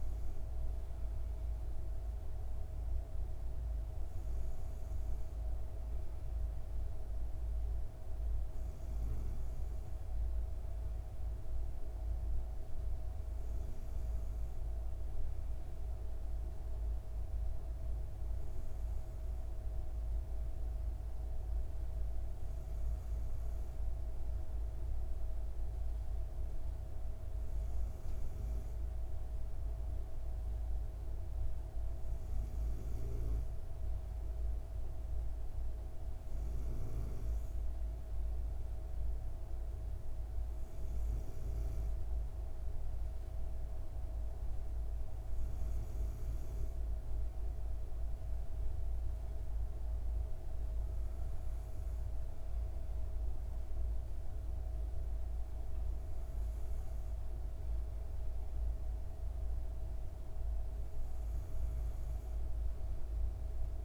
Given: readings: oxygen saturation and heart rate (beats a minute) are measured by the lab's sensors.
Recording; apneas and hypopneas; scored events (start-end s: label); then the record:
breathing in sleep, hard to hear, by a room microphone; none
none scored
From the record:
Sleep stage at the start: N2 (light sleep); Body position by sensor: on the back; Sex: female